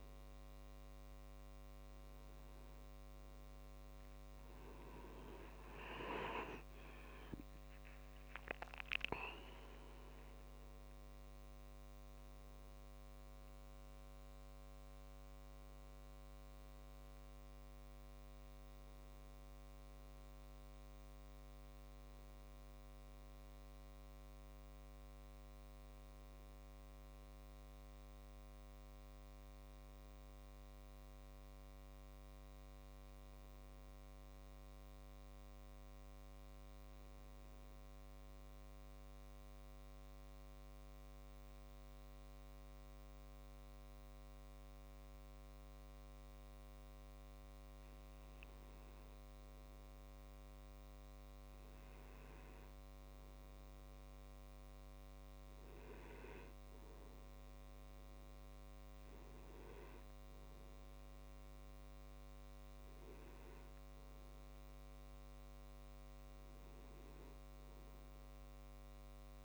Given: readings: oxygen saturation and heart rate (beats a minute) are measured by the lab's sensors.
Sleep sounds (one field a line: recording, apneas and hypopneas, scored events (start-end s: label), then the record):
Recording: breathing in sleep by a microphone on the trachea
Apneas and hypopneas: 1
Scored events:
5.50-9.00 s: arousal
20.00-69.45 s: new sleep stage, N2 (light sleep)
38.50-49.00 s: obstructive apnea (oxygen 98% before, 93% lowest)
50.50-54.50 s: arousal
54.00-69.00 s: oxygen desaturation (device-marked, oxygen 97% before, 93% lowest)
From the record:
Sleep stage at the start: N1 (lightest sleep)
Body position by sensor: on the back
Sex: male